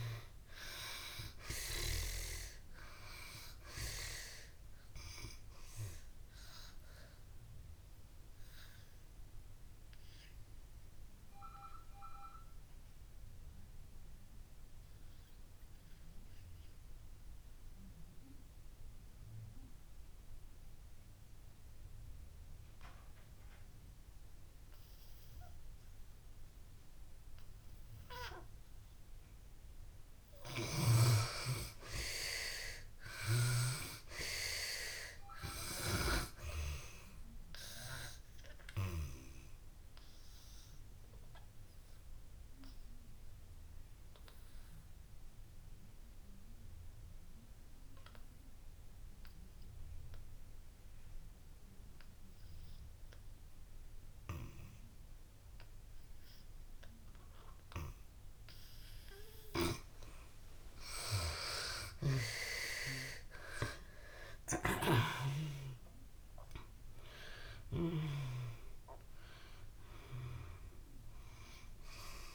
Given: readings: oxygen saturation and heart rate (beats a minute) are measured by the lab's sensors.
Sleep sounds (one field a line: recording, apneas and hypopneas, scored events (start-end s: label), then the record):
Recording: breathing in sleep by a room microphone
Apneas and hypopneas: 2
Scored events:
0.00-24.50 s: oxygen desaturation (device-marked, oxygen 73% lowest)
6.50-30.00 s: obstructive apnea (oxygen 97% before, 73% lowest)
26.50-57.50 s: oxygen desaturation (device-marked, oxygen 98% before, 75% lowest)
31.50-34.50 s: arousal
38.50-58.50 s: obstructive apnea (oxygen 98% before, 75% lowest)
59.50-72.35 s: oxygen desaturation (device-marked, oxygen 95% before, 75% lowest)
65.50-69.50 s: arousal
From the record:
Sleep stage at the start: N2 (light sleep)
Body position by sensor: on the back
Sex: female